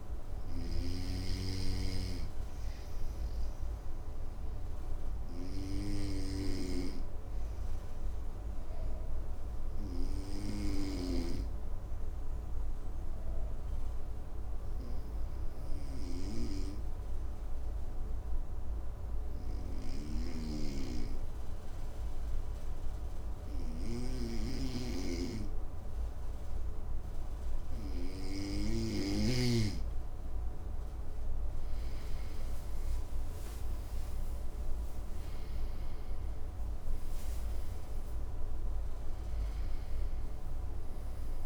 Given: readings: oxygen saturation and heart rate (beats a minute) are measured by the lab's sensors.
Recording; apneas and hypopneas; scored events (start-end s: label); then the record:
breathing in sleep by a room microphone; 1
4.50-28.50 s: obstructive apnea (oxygen 99% before, 93% lowest, heart rate 58 before, 53 extreme, up 11 after)
19.50-29.00 s: snoring (device-marked)
27.50-41.45 s: oxygen desaturation (device-marked, oxygen 97% before, 94% lowest, heart rate 56 before, 55 extreme)
30.00-34.00 s: arousal
From the record:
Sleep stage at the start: N2 (light sleep); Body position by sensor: on the right side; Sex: male